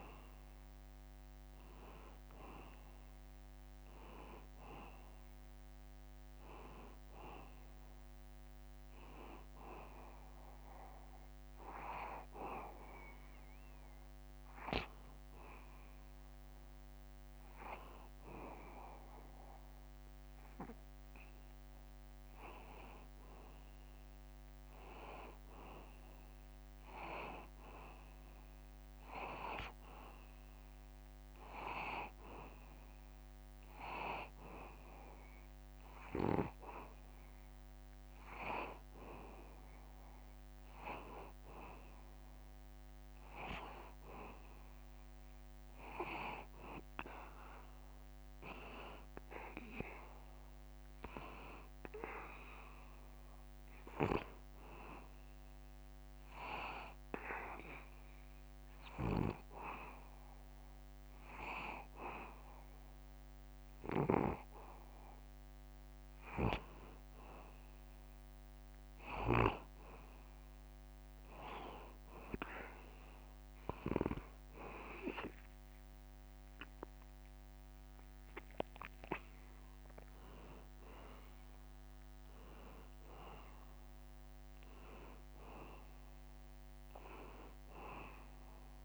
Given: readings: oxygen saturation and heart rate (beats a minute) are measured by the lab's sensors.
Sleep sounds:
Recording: breathing in sleep by a microphone on the trachea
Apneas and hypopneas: 1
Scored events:
49.50-53.00 s: arousal
56.50-66.50 s: hypopnea (oxygen 93% before, 90% lowest, heart rate 82 before, 81 extreme, up 1 after)
69.50-74.50 s: snoring (device-marked)
76.00-80.50 s: arousal
From the record:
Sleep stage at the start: N2 (light sleep)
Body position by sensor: on the back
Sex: male

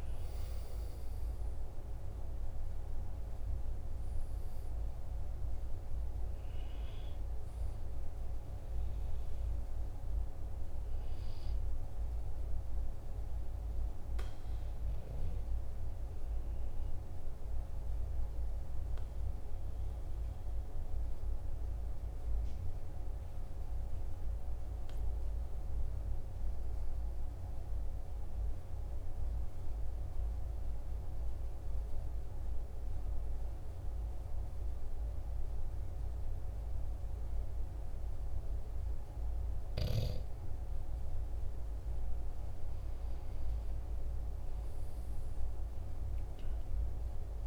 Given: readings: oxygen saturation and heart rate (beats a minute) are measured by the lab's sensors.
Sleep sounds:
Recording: breathing in sleep, hard to hear, by a room microphone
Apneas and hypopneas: 1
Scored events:
0.00-26.50 s: oxygen desaturation (device-marked, oxygen 92% lowest, heart rate 44 extreme)
18.00-39.00 s: central apnea (oxygen 97% before, 92% lowest, heart rate 48 before, 44 extreme, up 4 after)
40.50-45.00 s: arousal
From the record:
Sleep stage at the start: N2 (light sleep)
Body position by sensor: on the right side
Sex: male

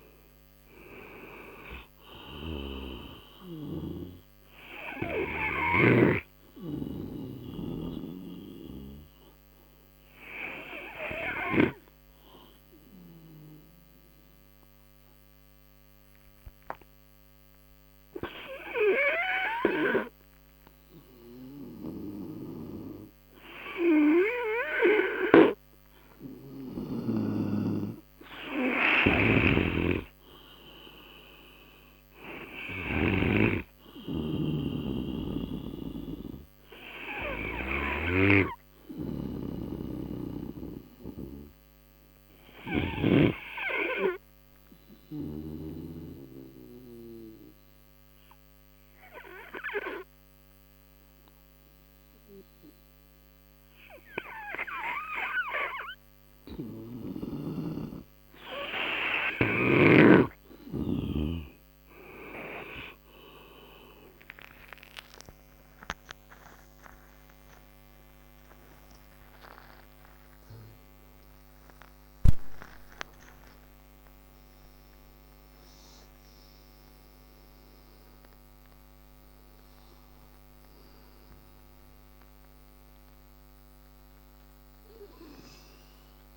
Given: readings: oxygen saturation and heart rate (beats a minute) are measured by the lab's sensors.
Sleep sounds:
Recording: a person partly awake in a sleep study, by a microphone on the trachea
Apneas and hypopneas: 2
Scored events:
0.00-1.00 s: arousal
0.00-7.50 s: oxygen desaturation (device-marked, oxygen 90% lowest)
14.00-28.00 s: obstructive apnea (oxygen 98% before, 91% lowest)
30.00-33.50 s: arousal
35.50-53.50 s: oxygen desaturation (device-marked, oxygen 98% before, 91% lowest)
40.50-57.50 s: obstructive apnea (oxygen 98% before, 91% lowest)
59.50-86.37 s: new sleep stage, awake
61.50-68.50 s: tachycardia (device-marked)
67.50-73.50 s: oxygen desaturation (device-marked, oxygen 98% before, 92% lowest)
From the record:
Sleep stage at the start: N2 (light sleep)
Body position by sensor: on the right side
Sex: male

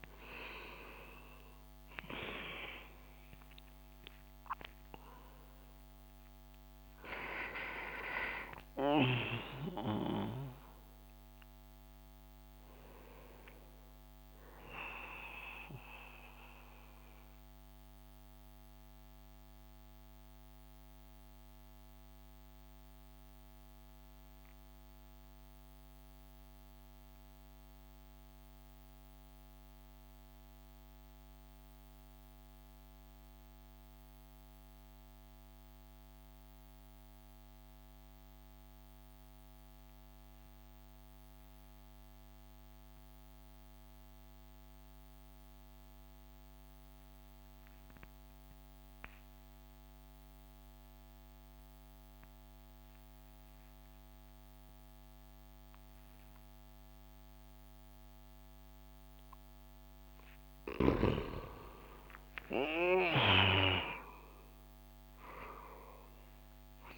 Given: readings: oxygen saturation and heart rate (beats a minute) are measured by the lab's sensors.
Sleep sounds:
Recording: breathing in sleep by a microphone on the trachea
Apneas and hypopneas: 1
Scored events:
0.00-24.50 s: oxygen desaturation (device-marked, oxygen 87% lowest)
16.00-60.00 s: mixed apnea (oxygen 93% before, 87% lowest)
49.50-66.98 s: oxygen desaturation (device-marked, oxygen 98% before, 90% lowest)
61.00-66.00 s: arousal
From the record:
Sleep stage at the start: N2 (light sleep)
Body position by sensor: on the back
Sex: male

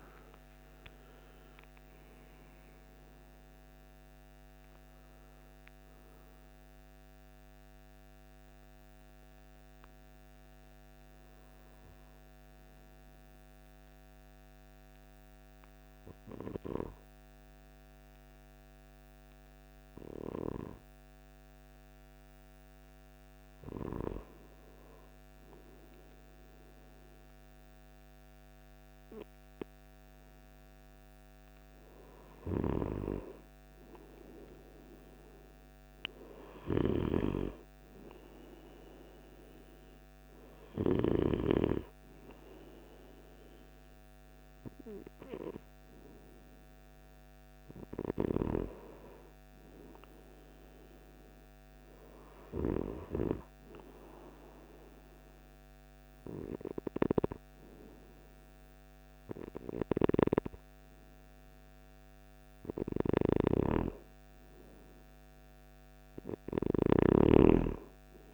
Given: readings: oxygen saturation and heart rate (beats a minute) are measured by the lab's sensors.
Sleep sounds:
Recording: breathing in sleep by a microphone on the trachea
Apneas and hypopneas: 2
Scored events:
0.00-19.00 s: oxygen desaturation (device-marked, oxygen 87% lowest, heart rate 53 extreme)
6.50-21.50 s: hypopnea (oxygen 98% before, 87% lowest, heart rate 84 before, 53 extreme, up 2 after)
25.00-28.00 s: arousal
40.00-57.00 s: oxygen desaturation (device-marked, oxygen 98% before, 94% lowest, heart rate 56 before, 59 extreme)
52.00-64.00 s: hypopnea (oxygen 100% before, 91% lowest, heart rate 60 before, 52 extreme, up 3 after)
From the record:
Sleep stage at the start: N2 (light sleep)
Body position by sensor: on the right side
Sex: male

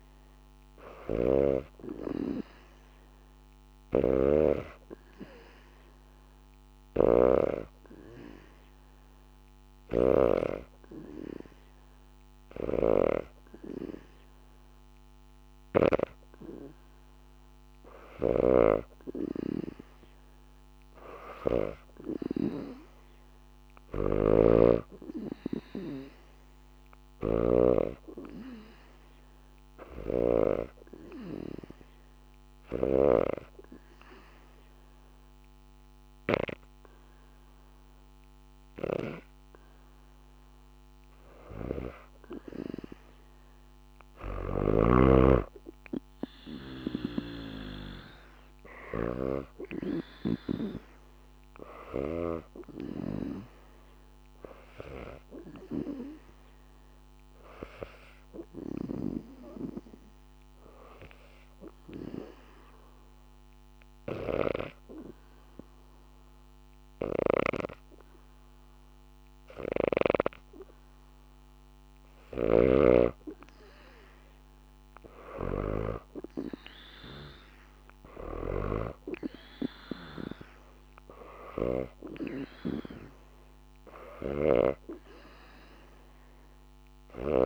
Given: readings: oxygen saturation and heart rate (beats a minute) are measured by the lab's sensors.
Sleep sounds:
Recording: breathing in sleep by a microphone on the trachea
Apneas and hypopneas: 2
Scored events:
0.50-10.00 s: snoring (device-marked)
12.00-33.00 s: snoring (device-marked)
24.00-27.00 s: arousal
29.50-42.00 s: obstructive apnea (oxygen 94% before, 88% lowest, heart rate 75 before, 72 extreme, up 0 after)
31.50-44.50 s: oxygen desaturation (device-marked, oxygen 94% before, 91% lowest, heart rate 75 before, 72 extreme)
44.00-52.00 s: snoring (device-marked)
45.50-49.50 s: arousal
50.50-60.50 s: oxygen desaturation (device-marked, oxygen 95% before, 91% lowest, heart rate 77 before, 72 extreme)
61.00-72.00 s: obstructive apnea (oxygen 95% before, 88% lowest, heart rate 76 before, 74 extreme, up 3 after)
72.00-87.46 s: snoring (device-marked)
74.00-77.50 s: arousal
81.50-87.46 s: oxygen desaturation (device-marked, oxygen 98% before, 88% lowest, heart rate 75 before, 73 extreme)
From the record:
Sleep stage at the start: N2 (light sleep)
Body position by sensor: on the back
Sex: female

